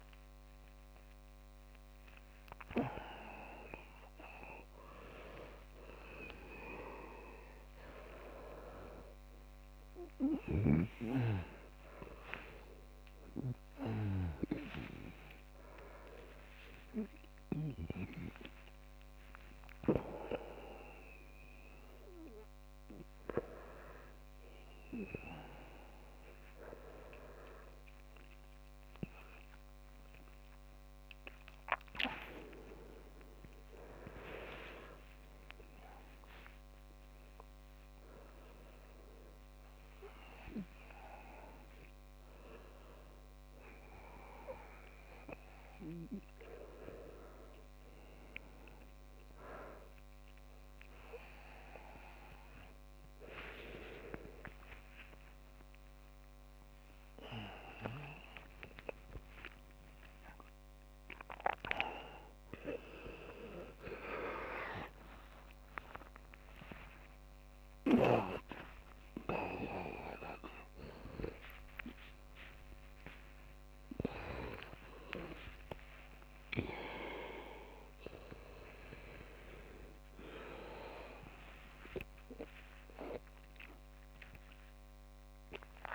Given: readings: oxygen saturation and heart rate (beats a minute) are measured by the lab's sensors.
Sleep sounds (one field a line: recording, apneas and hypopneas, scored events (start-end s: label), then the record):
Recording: a person awake in a sleep study, by a microphone on the trachea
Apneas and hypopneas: none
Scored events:
67.50-74.00 s: snoring (device-marked)
From the record:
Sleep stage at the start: awake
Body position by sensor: on the right side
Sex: male